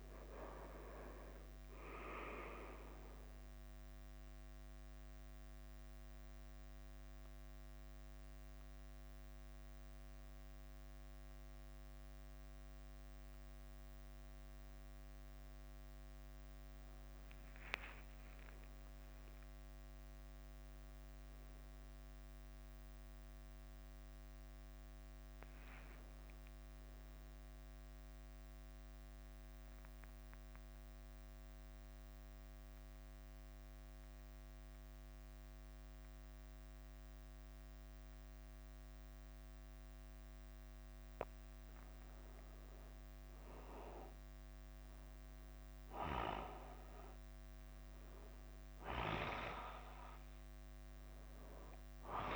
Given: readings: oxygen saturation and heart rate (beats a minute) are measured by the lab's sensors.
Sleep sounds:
breathing in sleep by a microphone on the trachea; 2
0.00-52.36 s: bradycardia (device-marked, heart rate 44 extreme)
3.50-14.50 s: hypopnea (oxygen 99% before, 96% lowest, heart rate 52 before, 48 extreme, up 8 after)
17.00-21.50 s: arousal
28.00-41.50 s: mixed apnea (oxygen 99% before, 96% lowest, heart rate 54 before, 46 extreme, up 10 after)
43.50-47.50 s: arousal
From the record:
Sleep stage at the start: N2 (light sleep); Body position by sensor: on the back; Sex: male

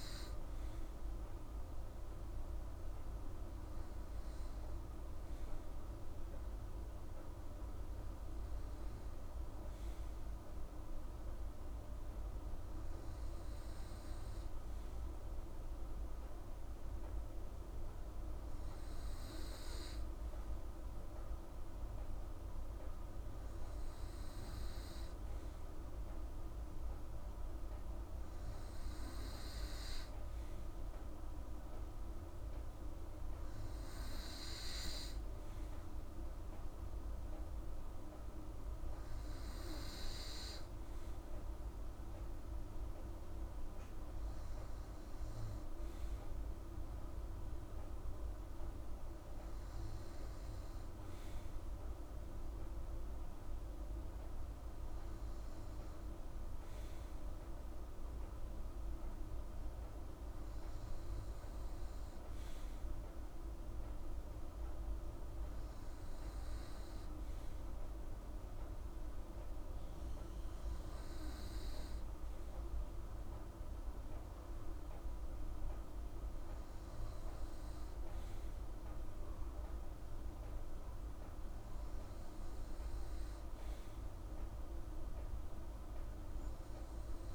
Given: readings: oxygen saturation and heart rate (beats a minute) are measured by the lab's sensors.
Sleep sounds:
breathing in sleep, hard to hear, by a room microphone; none
none scored
From the record:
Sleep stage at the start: N2 (light sleep); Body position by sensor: on the right side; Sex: female

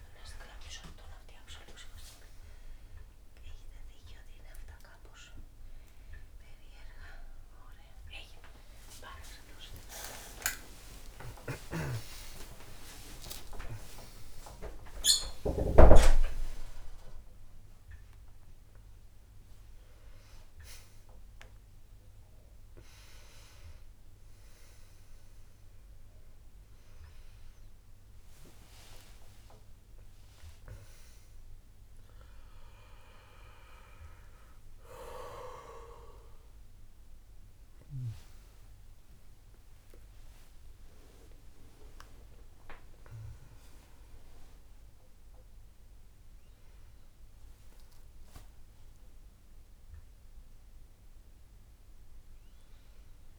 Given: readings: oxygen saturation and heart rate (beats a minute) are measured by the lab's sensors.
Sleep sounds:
a person awake in a sleep study, by a room microphone; none
none scored
From the record:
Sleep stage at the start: awake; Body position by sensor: on the back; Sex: male

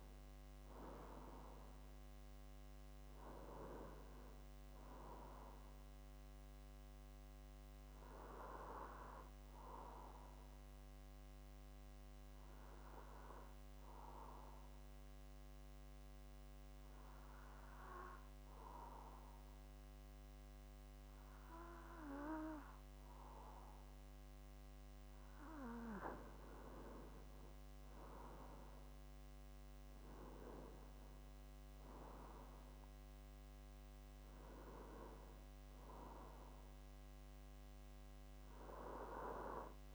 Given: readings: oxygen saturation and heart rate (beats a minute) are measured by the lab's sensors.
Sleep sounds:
breathing in sleep by a microphone on the trachea; 1
0.00-19.00 s: oxygen desaturation (device-marked, oxygen 91% lowest)
10.50-24.00 s: obstructive apnea (oxygen 96% before, 91% lowest)
25.50-29.50 s: arousal
From the record:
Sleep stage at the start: N2 (light sleep); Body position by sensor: on the back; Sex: male

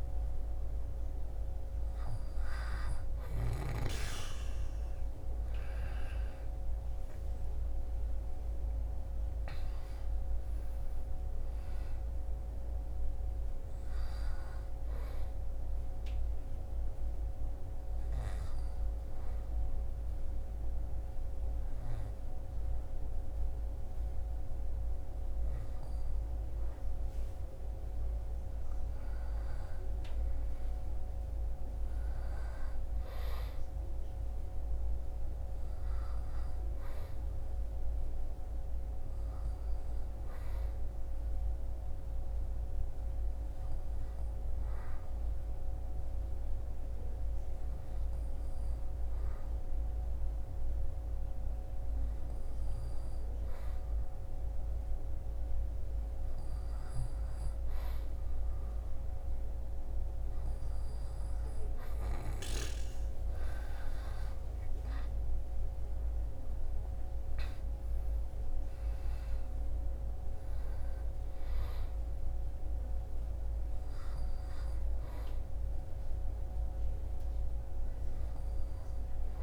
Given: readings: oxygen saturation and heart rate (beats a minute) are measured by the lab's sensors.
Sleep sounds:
breathing in sleep, hard to hear, by a room microphone; 2
16.50-29.00 s: obstructive apnea (oxygen 98% before, 95% lowest, heart rate 68 before, 60 extreme, up 14 after)
30.50-34.00 s: arousal
42.00-54.50 s: obstructive apnea (oxygen 98% before, 95% lowest, heart rate 65 before, 60 extreme, up 5 after)
56.00-60.00 s: arousal
From the record:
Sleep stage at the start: N2 (light sleep); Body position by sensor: on the back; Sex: male

